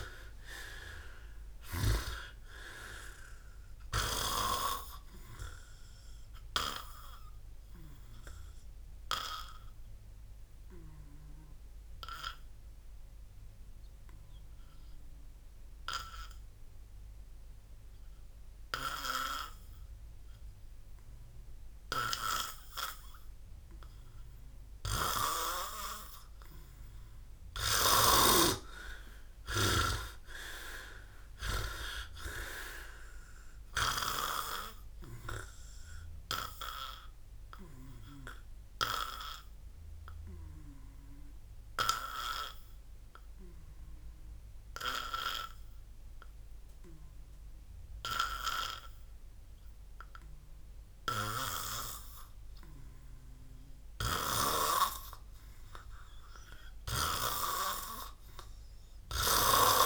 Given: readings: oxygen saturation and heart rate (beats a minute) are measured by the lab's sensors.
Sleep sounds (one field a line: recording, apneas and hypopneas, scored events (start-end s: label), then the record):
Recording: breathing in sleep by a room microphone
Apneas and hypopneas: 2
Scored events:
11.50-22.50 s: obstructive apnea (oxygen 96% before, 90% lowest, heart rate 70 before, 55 extreme, up 10 after)
25.50-30.50 s: oxygen desaturation (device-marked, oxygen 96% before, 92% lowest, heart rate 61 before, 55 extreme)
29.00-33.50 s: arousal
43.50-53.50 s: obstructive apnea (oxygen 98% before, 90% lowest, heart rate 64 before, 57 extreme, up 5 after)
44.50-59.86 s: oxygen desaturation (device-marked, oxygen 98% before, 90% lowest, heart rate 64 before, 57 extreme)
From the record:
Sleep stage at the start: N2 (light sleep)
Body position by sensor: on the back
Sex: male